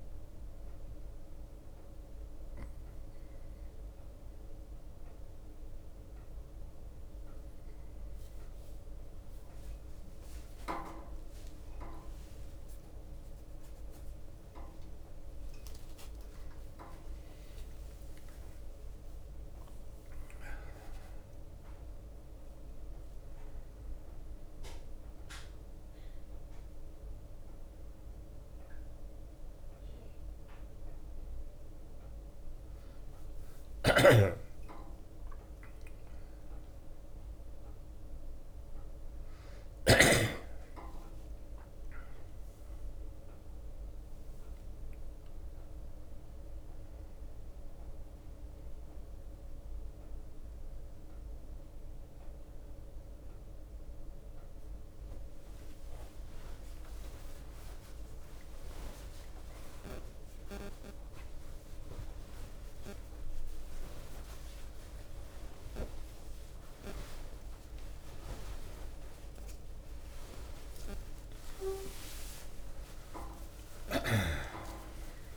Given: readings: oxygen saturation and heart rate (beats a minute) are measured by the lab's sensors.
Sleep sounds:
a person awake in a sleep study, by a room microphone; none
7.00-9.00 s: drop in pulse transit time (device-marked)
10.00-27.00 s: tachycardia (device-marked, heart rate 42 before, 120 extreme)
11.50-13.50 s: long interval between heartbeats (device-marked)
14.00-16.00 s: long interval between heartbeats (device-marked)
17.50-19.50 s: long interval between heartbeats (device-marked, heart rate 30 before, 117 extreme)
18.00-75.37 s: new sleep stage, awake
26.00-39.00 s: oxygen desaturation (device-marked, oxygen 95% before, 92% lowest)
27.00-75.37 s: bradycardia (device-marked)
34.00-40.50 s: snoring (device-marked)
34.50-36.50 s: long interval between heartbeats (device-marked)
59.00-61.00 s: long interval between heartbeats (device-marked)
68.50-70.50 s: long interval between heartbeats (device-marked)
73.00-75.00 s: long interval between heartbeats (device-marked)
73.00-75.37 s: drop in pulse transit time (device-marked)
From the record:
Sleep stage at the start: N1 (lightest sleep); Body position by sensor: on the back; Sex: male

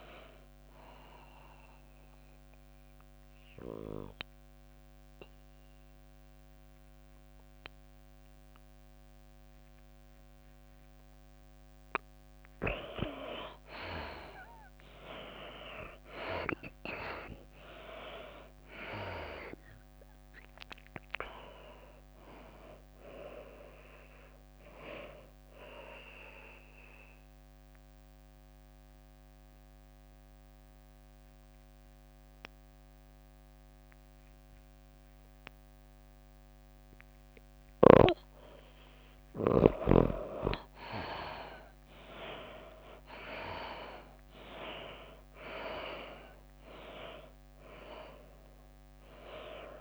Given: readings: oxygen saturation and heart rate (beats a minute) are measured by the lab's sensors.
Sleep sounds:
breathing in sleep by a microphone on the trachea; 2
0.00-6.00 s: drop in pulse transit time (device-marked, heart rate 101 extreme)
0.00-11.00 s: oxygen desaturation (device-marked, oxygen 79% lowest, heart rate 99 extreme)
0.00-31.00 s: tachycardia (device-marked, heart rate 129 extreme)
3.00-13.50 s: obstructive apnea (oxygen 93% before, 79% lowest, heart rate 103 before, 99 extreme, up 6 after)
5.00-7.00 s: long interval between heartbeats (device-marked, heart rate 103 before, 112 extreme)
7.00-9.00 s: long interval between heartbeats (device-marked, heart rate 104 before, 119 extreme)
10.50-12.50 s: long interval between heartbeats (device-marked, heart rate 107 before, 127 extreme)
16.00-20.50 s: arousal
20.00-37.00 s: oxygen desaturation (device-marked, oxygen 96% before, 82% lowest, heart rate 115 before, 98 extreme)
21.00-31.00 s: drop in pulse transit time (device-marked, heart rate 115 before, 103 extreme)
27.00-39.00 s: obstructive apnea (oxygen 96% before, 78% lowest, heart rate 115 before, 98 extreme, up 2 after)
40.50-45.00 s: arousal
43.00-49.81 s: tachycardia (device-marked, heart rate 106 before, 103 extreme)
45.00-49.81 s: oxygen desaturation (device-marked, oxygen 95% before, 81% lowest, heart rate 101 before, 92 extreme)
From the record:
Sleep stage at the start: N2 (light sleep); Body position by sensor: on the back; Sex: female

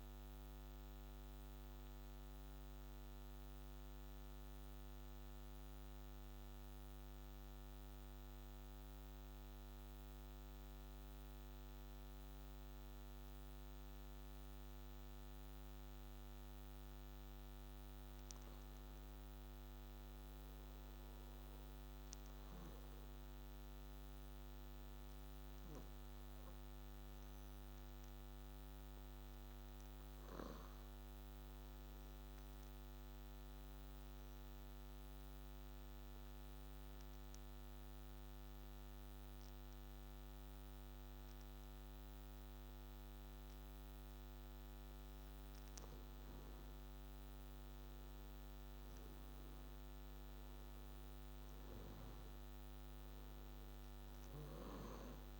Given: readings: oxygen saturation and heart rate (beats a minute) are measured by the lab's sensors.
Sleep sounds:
breathing in sleep, hard to hear, by a microphone on the trachea; 2
1.50-16.50 s: obstructive apnea (oxygen 98% before, 92% lowest, heart rate 69 before, 61 extreme, up 4 after)
19.00-23.00 s: arousal
26.00-43.00 s: obstructive apnea (oxygen 98% before, 87% lowest, heart rate 63 before, 63 extreme, up 7 after)
29.00-41.00 s: oxygen desaturation (device-marked, oxygen 98% before, 94% lowest, heart rate 63 before, 63 extreme)
44.50-49.00 s: arousal
54.00-55.40 s: oxygen desaturation (device-marked, oxygen 97% before, 92% lowest, heart rate 67 before, 62 extreme)
From the record:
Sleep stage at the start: N2 (light sleep); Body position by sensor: on the back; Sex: male

